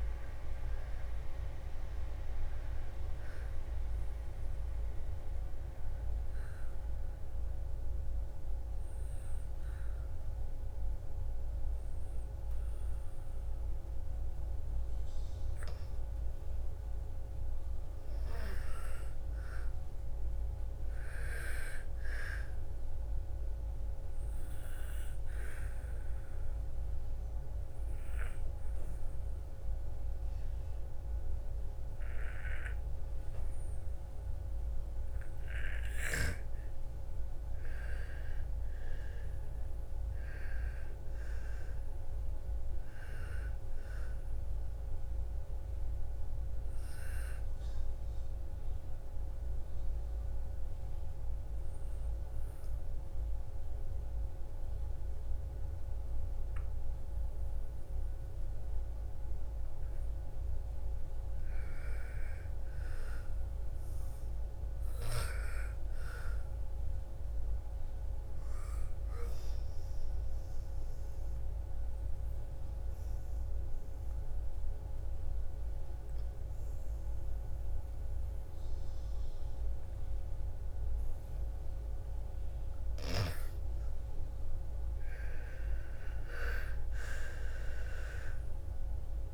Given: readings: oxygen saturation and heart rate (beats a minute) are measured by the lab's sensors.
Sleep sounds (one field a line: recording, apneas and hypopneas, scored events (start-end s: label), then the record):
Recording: breathing in sleep by a room microphone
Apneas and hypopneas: 4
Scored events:
4.50-13.50 s: oxygen desaturation (device-marked, oxygen 97% before, 93% lowest, heart rate 60 before, 57 extreme)
4.50-14.50 s: obstructive apnea (oxygen 97% before, 88% lowest, heart rate 60 before, 57 extreme, up 1 after)
16.50-20.00 s: arousal
23.00-36.00 s: obstructive apnea (oxygen 97% before, 88% lowest, heart rate 60 before, 55 extreme, up 10 after)
26.50-36.50 s: oxygen desaturation (device-marked, oxygen 96% before, 90% lowest, heart rate 59 before, 55 extreme)
37.50-41.50 s: arousal
45.50-57.50 s: oxygen desaturation (device-marked, oxygen 96% before, 88% lowest, heart rate 61 before, 55 extreme)
49.00-60.00 s: obstructive apnea (oxygen 96% before, 88% lowest, heart rate 62 before, 55 extreme, up 8 after)
62.00-65.50 s: arousal
66.50-77.50 s: oxygen desaturation (device-marked, oxygen 98% before, 91% lowest, heart rate 59 before, 56 extreme)
71.00-82.00 s: obstructive apnea (oxygen 98% before, 87% lowest, heart rate 59 before, 55 extreme, up 6 after)
83.50-87.00 s: arousal
From the record:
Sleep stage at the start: N2 (light sleep)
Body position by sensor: on the back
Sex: female